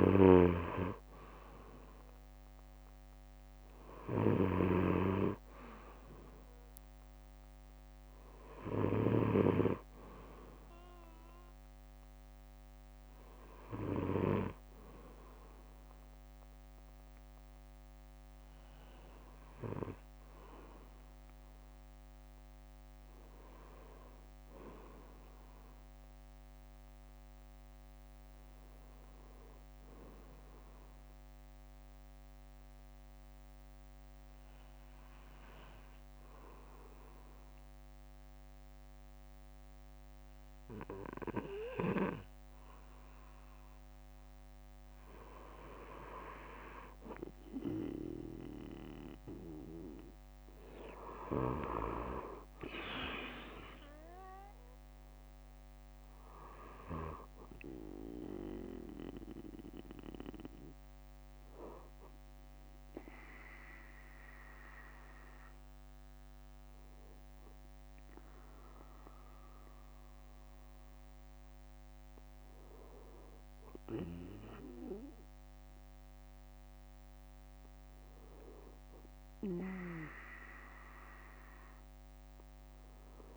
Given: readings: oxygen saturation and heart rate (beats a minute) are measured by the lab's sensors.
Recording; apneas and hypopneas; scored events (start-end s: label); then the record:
breathing in sleep by a microphone on the trachea; 2
4.00-6.00 s: bradycardia (device-marked, heart rate 60 before, 61 extreme)
10.00-12.00 s: bradycardia (device-marked, heart rate 60 before, 60 extreme)
14.00-21.00 s: bradycardia (device-marked, heart rate 60 before, 58 extreme)
25.50-29.00 s: arousal
26.00-42.00 s: bradycardia (device-marked, heart rate 60 before, 53 extreme)
31.00-44.50 s: obstructive apnea (oxygen 97% before, 95% lowest, heart rate 60 before, 56 extreme, up 3 after)
46.00-49.00 s: arousal
61.00-73.00 s: obstructive apnea (oxygen 98% before, 95% lowest, heart rate 60 before, 55 extreme, up 2 after)
62.00-65.00 s: bradycardia (device-marked, heart rate 60 before, 56 extreme)
66.00-74.00 s: bradycardia (device-marked, heart rate 60 before, 58 extreme)
75.00-79.00 s: arousal
77.00-83.37 s: bradycardia (device-marked, heart rate 60 before, 49 extreme)
From the record:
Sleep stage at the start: N2 (light sleep); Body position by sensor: on the back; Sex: male